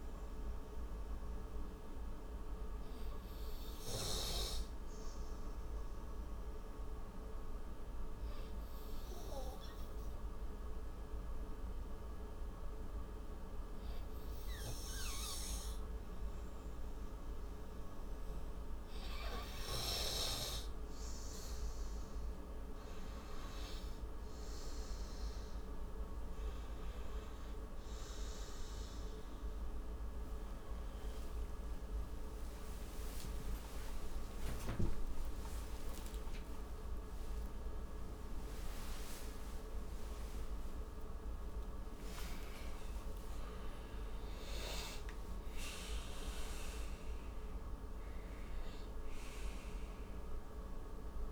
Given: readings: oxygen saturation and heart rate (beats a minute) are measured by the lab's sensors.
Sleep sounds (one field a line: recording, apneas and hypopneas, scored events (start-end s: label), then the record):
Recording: a person awake in a sleep study, hard to hear, by a room microphone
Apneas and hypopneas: 1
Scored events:
7.00-18.50 s: obstructive apnea (oxygen 98% before, 92% lowest, heart rate 62 before, 55 extreme, up 31 after)
15.50-21.50 s: oxygen desaturation (device-marked, oxygen 98% before, 94% lowest, heart rate 60 before, 66 extreme)
20.50-50.50 s: new sleep stage, awake
23.50-35.50 s: oxygen desaturation (device-marked, oxygen 98% before, 92% lowest, heart rate 62 before, 29 extreme)
28.50-37.50 s: tachycardia (device-marked, heart rate 63 before, 132 extreme)
34.00-43.00 s: snoring (device-marked)
50.50-51.32 s: new sleep stage, N2 (light sleep)
From the record:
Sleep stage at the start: N2 (light sleep)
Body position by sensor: on the right side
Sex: male